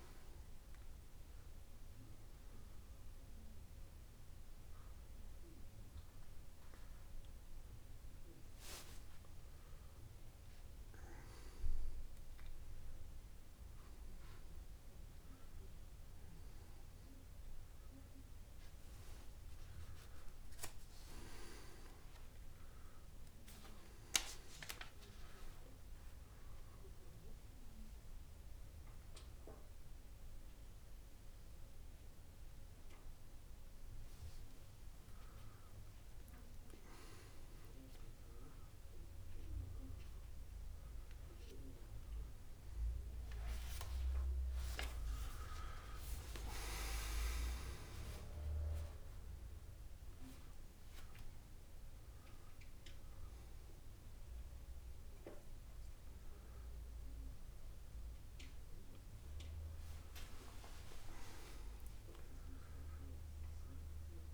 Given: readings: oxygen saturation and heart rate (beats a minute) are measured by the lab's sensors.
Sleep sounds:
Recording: breathing in sleep by a room microphone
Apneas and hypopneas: 1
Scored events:
0.00-2.00 s: long interval between heartbeats (device-marked)
19.00-21.00 s: long interval between heartbeats (device-marked)
21.50-23.50 s: long interval between heartbeats (device-marked)
22.00-25.00 s: arousal
27.00-37.00 s: hypopnea (oxygen 98% before, 96% lowest)
39.50-43.50 s: arousal
61.00-63.00 s: long interval between heartbeats (device-marked)
From the record:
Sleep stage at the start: N2 (light sleep)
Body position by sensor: on the back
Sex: male

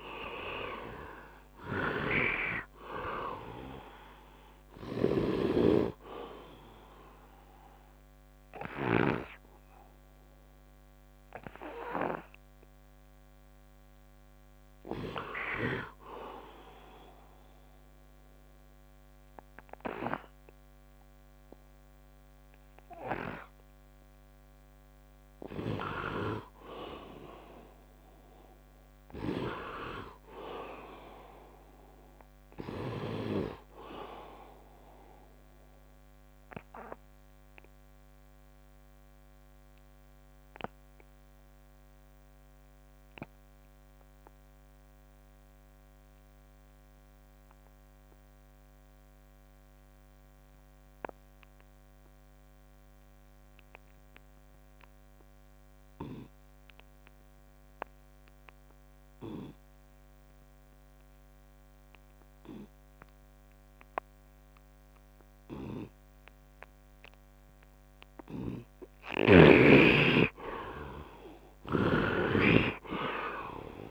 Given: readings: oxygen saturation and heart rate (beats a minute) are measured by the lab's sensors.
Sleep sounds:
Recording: breathing in sleep by a microphone on the trachea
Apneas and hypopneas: 2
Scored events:
0.00-2.00 s: arousal
0.00-9.00 s: snoring (device-marked)
0.00-23.00 s: oxygen desaturation (device-marked, oxygen 69% lowest, heart rate 70 extreme)
6.00-24.50 s: obstructive apnea (oxygen 98% before, 69% lowest, heart rate 80 before, 70 extreme, up 5 after)
29.00-31.50 s: arousal
35.00-68.50 s: obstructive apnea (oxygen 100% before, 73% lowest, heart rate 78 before, 67 extreme, up 8 after)
55.00-73.91 s: oxygen desaturation (device-marked, oxygen 98% before, 73% lowest, heart rate 74 before, 66 extreme)
68.00-72.00 s: snoring (device-marked)
70.50-73.91 s: arousal
From the record:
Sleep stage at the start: N2 (light sleep)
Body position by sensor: on the right side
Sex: male

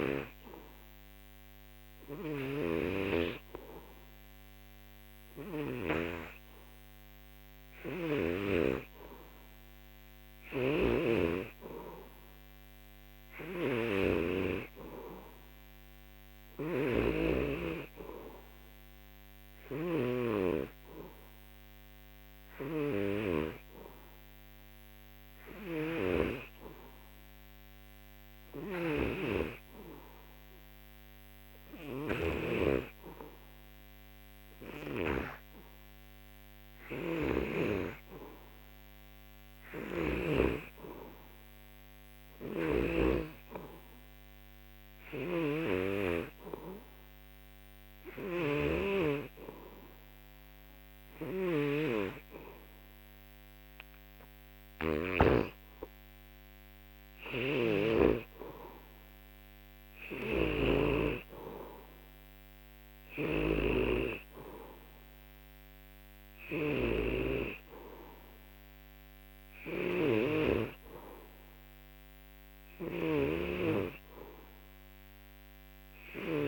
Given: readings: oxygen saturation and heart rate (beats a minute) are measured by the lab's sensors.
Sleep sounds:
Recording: breathing in sleep by a microphone on the trachea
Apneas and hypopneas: none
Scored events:
0.00-6.00 s: snoring (device-marked)
10.50-43.00 s: snoring (device-marked)
45.00-55.50 s: snoring (device-marked)
60.00-76.48 s: snoring (device-marked)
From the record:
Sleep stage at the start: N3 (deep sleep)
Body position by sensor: on the back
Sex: male

